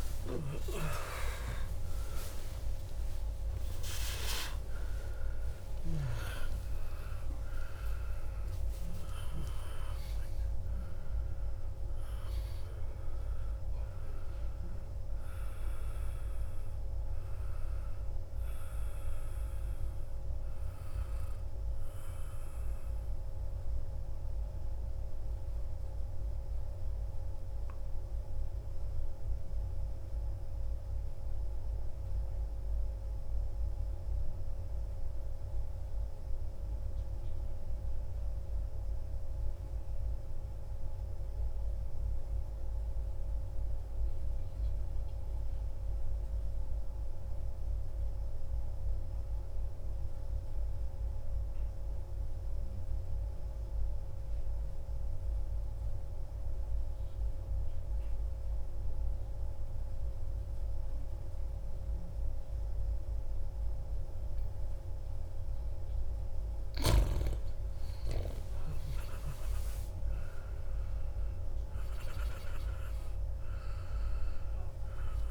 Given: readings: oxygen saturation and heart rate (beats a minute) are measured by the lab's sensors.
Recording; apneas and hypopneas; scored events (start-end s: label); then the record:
breathing in sleep by a room microphone; 1
0.00-1.00 s: arousal
0.00-11.00 s: oxygen desaturation (device-marked, oxygen 88% lowest, heart rate 59 extreme)
13.00-23.00 s: oxygen desaturation (device-marked, oxygen 91% before, 88% lowest, heart rate 127 before, 60 extreme)
24.00-64.00 s: mixed apnea (oxygen 98% before, 91% lowest, heart rate 108 before, 59 extreme, up 13 after)
57.00-75.31 s: oxygen desaturation (device-marked, oxygen 97% before, 91% lowest, heart rate 60 before, 59 extreme)
64.50-69.50 s: arousal
From the record:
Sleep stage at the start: N2 (light sleep); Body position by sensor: on the back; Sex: male